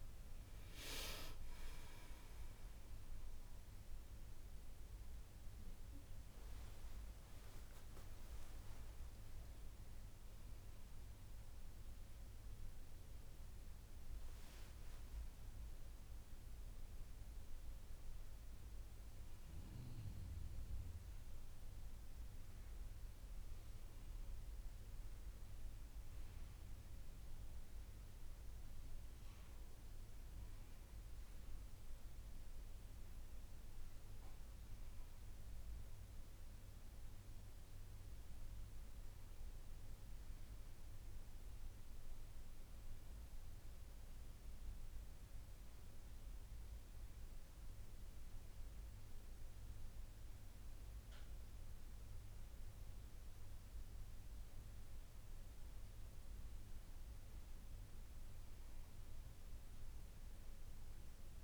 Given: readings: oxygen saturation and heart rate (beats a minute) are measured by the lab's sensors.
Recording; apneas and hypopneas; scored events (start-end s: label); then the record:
a person awake in a sleep study, hard to hear, by a room microphone; none
none scored
From the record:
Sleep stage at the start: awake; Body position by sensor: on the back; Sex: female